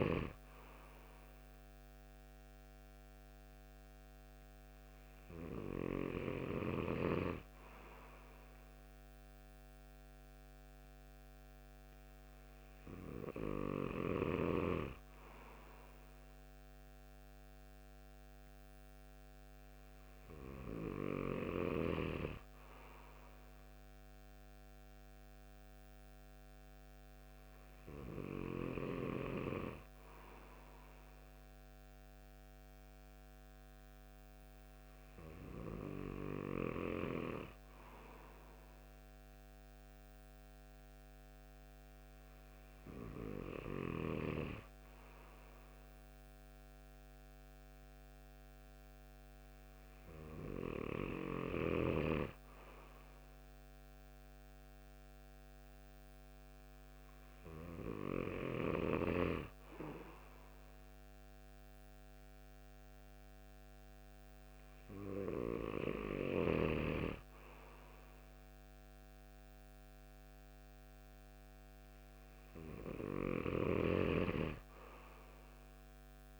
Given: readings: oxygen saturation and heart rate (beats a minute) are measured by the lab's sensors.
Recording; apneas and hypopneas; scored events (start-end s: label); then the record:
breathing in sleep by a microphone on the trachea; none
none scored
From the record:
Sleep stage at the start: N2 (light sleep); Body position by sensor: on the right side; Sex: male